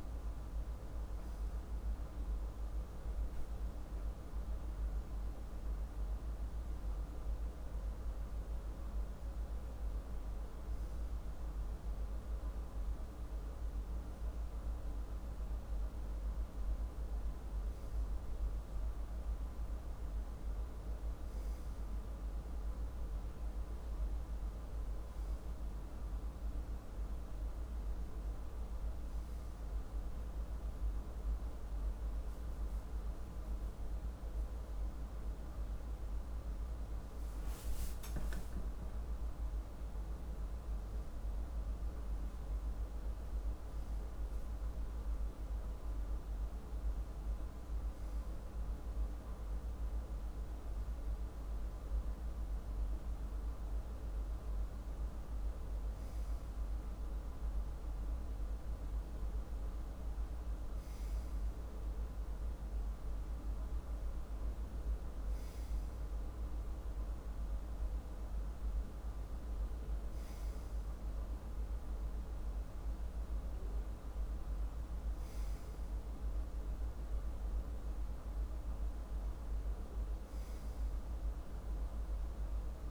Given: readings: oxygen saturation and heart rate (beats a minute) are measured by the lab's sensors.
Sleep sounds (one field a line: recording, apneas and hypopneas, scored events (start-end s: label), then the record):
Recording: breathing in sleep, hard to hear, by a room microphone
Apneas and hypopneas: none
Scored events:
40.00-82.91 s: new sleep stage, N1 (lightest sleep)
From the record:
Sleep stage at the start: N2 (light sleep)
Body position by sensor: on the left side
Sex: male